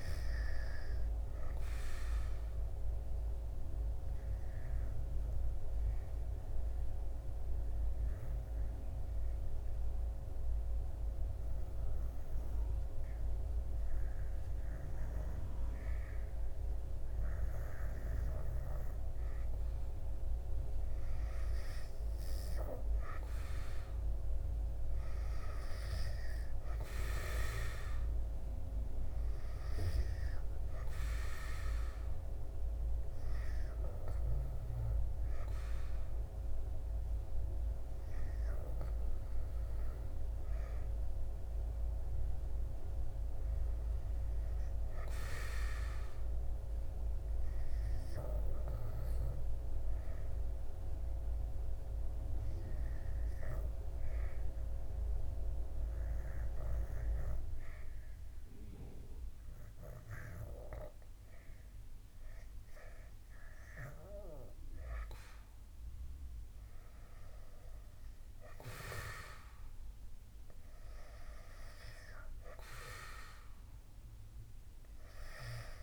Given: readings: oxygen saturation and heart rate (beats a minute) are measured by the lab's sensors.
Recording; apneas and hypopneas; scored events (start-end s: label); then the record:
breathing in sleep by a room microphone; 2
0.00-1.00 s: oxygen desaturation (device-marked, oxygen 90% lowest, heart rate 68 extreme)
2.00-19.50 s: hypopnea (oxygen 97% before, 90% lowest, heart rate 77 before, 68 extreme, up 15 after)
23.00-26.50 s: arousal
33.00-50.00 s: oxygen desaturation (device-marked, oxygen 96% before, 90% lowest, heart rate 80 before, 69 extreme)
48.00-61.50 s: hypopnea (oxygen 96% before, 91% lowest, heart rate 77 before, 69 extreme, up 8 after)
65.00-69.00 s: arousal
From the record:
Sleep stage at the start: N2 (light sleep); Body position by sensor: on the back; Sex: male